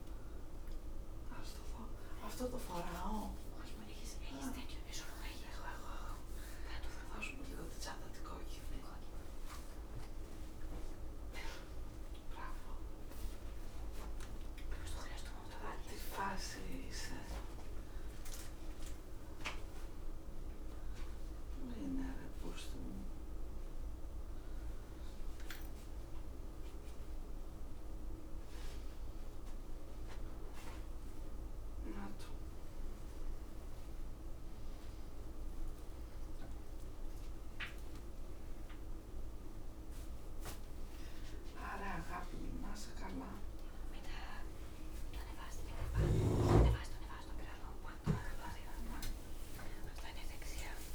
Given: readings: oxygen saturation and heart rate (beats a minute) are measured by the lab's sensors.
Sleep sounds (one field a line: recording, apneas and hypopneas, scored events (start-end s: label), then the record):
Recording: a person awake in a sleep study, by a room microphone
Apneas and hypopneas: none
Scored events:
none scored
From the record:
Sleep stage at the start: awake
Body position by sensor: upright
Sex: female